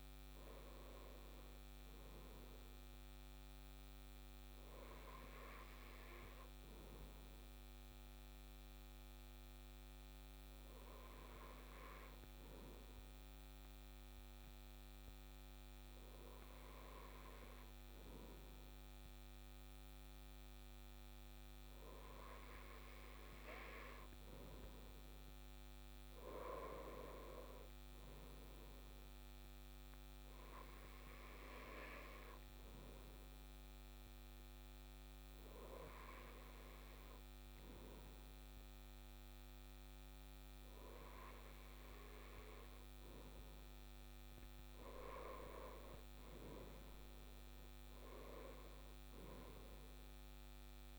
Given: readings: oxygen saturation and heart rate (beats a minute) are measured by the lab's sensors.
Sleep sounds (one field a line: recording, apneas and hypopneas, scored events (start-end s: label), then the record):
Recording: breathing in sleep by a microphone on the trachea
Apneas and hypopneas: none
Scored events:
47.50-50.99 s: arousal
From the record:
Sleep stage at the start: N2 (light sleep)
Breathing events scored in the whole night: 207 in 6.1 hours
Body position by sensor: on the left side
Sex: male